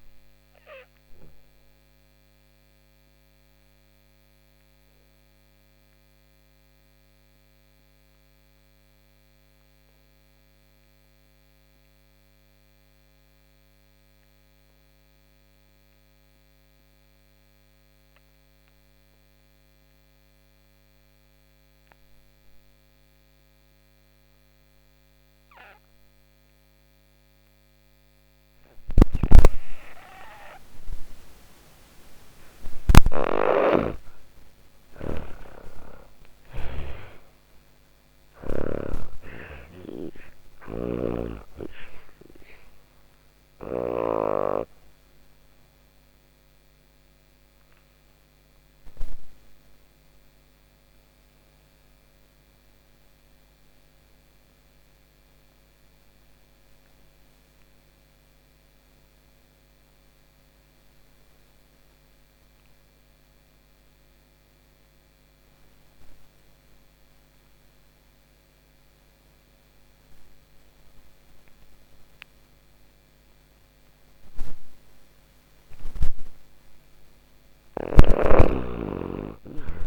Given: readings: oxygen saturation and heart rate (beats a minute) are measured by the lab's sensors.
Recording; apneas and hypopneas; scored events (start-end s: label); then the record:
breathing in sleep by a microphone on the trachea; 2
0.00-13.50 s: oxygen desaturation (device-marked, oxygen 82% lowest)
1.00-30.00 s: obstructive apnea (oxygen 98% before, 81% lowest)
27.50-60.50 s: oxygen desaturation (device-marked, oxygen 97% before, 81% lowest)
31.50-35.00 s: snoring (device-marked)
32.00-37.50 s: arousal
48.00-74.50 s: obstructive apnea (oxygen 97% before, 79% lowest)
73.50-79.87 s: oxygen desaturation (device-marked, oxygen 97% before, 79% lowest)
76.00-79.50 s: snoring (device-marked)
76.50-79.87 s: arousal
From the record:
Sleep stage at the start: N2 (light sleep); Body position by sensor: on the back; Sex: female